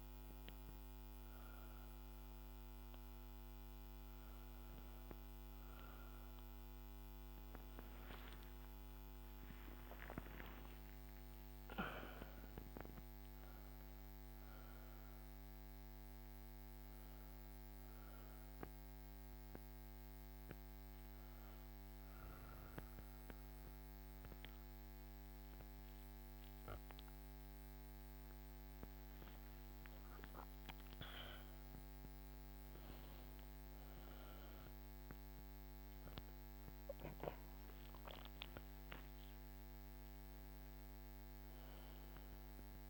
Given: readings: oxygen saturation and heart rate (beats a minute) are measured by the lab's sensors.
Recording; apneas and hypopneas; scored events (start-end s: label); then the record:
breathing in sleep by a microphone on the trachea; none
8.00-11.50 s: arousal
9.50-11.50 s: long interval between heartbeats (device-marked, heart rate 66 before, 79 extreme)
From the record:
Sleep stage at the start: N2 (light sleep); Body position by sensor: on the back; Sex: female